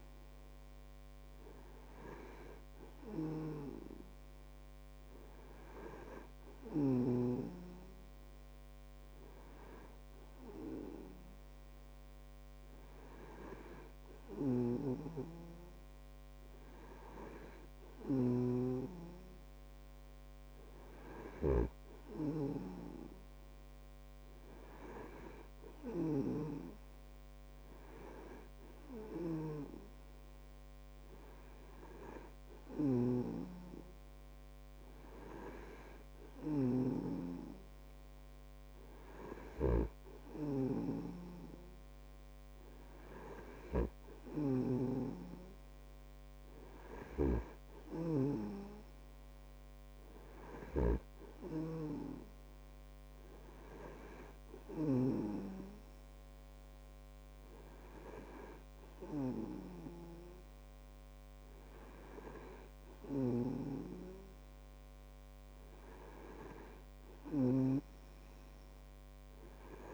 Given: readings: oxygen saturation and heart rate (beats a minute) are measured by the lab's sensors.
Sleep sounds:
breathing in sleep by a microphone on the trachea; none
15.00-19.00 s: snoring (device-marked)
33.50-45.50 s: snoring (device-marked)
47.50-51.50 s: snoring (device-marked)
63.50-69.94 s: snoring (device-marked)
From the record:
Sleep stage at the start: N2 (light sleep); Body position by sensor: on the back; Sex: male

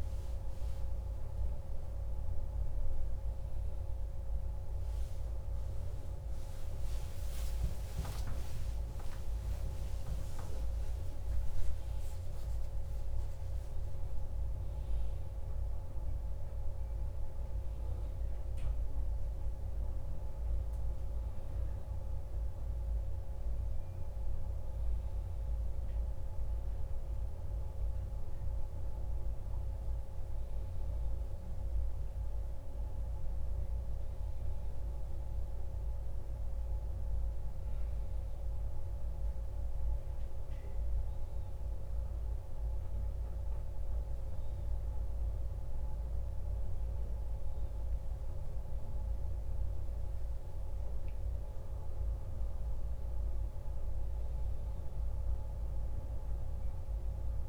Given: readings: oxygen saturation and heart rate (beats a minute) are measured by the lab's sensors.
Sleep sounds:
a person awake in a sleep study, hard to hear, by a room microphone; none
10.00-57.49 s: new sleep stage, awake
From the record:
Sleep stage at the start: N1 (lightest sleep); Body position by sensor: on the back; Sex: male

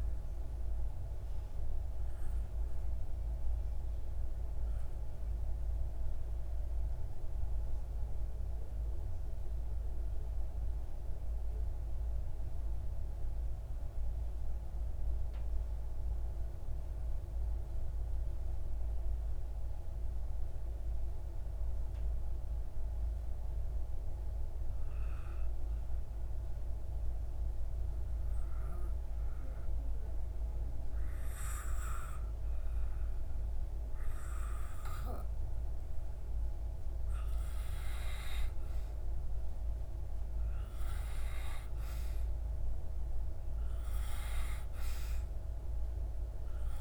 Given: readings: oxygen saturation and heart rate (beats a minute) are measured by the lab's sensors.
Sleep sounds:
breathing in sleep by a room microphone; 1
0.00-11.50 s: oxygen desaturation (device-marked, oxygen 89% lowest)
1.00-35.00 s: obstructive apnea (oxygen 95% before, 89% lowest)
30.50-46.81 s: oxygen desaturation (device-marked, oxygen 98% before, 93% lowest)
37.00-41.50 s: arousal
From the record:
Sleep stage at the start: N2 (light sleep); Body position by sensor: on the back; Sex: male

